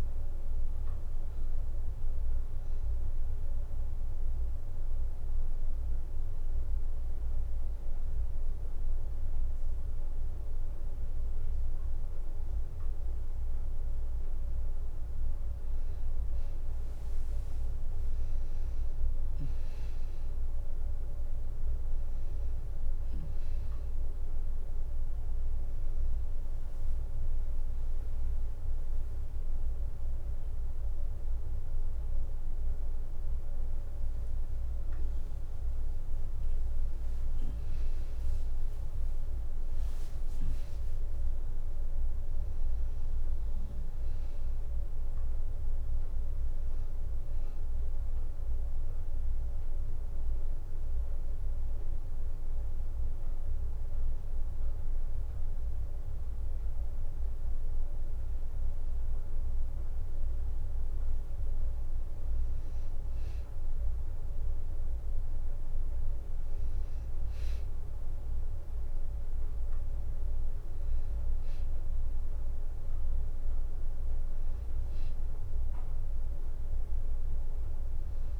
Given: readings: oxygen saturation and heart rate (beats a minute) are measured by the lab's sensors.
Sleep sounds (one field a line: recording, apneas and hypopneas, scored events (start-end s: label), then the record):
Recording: breathing in sleep, hard to hear, by a room microphone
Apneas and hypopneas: 2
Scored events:
0.00-12.00 s: bradycardia (device-marked, heart rate 67 before, 57 extreme)
0.50-13.50 s: hypopnea (oxygen 96% before, 93% lowest, heart rate 119 before, 57 extreme, up 9 after)
5.00-78.39 s: new sleep stage, N2 (light sleep)
15.50-19.00 s: arousal
22.00-35.00 s: oxygen desaturation (device-marked, oxygen 98% before, 93% lowest, heart rate 60 before, 59 extreme)
24.00-36.00 s: drop in pulse transit time (device-marked, heart rate 60 before, 61 extreme)
25.50-36.00 s: hypopnea (oxygen 98% before, 93% lowest, heart rate 61 before, 59 extreme, up 22 after)
38.50-42.00 s: arousal
39.00-41.00 s: long interval between heartbeats (device-marked, heart rate 64 before, 80 extreme)
50.00-55.00 s: bradycardia (device-marked, heart rate 66 before, 59 extreme)
From the record:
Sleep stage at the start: N1 (lightest sleep)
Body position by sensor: on the back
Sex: female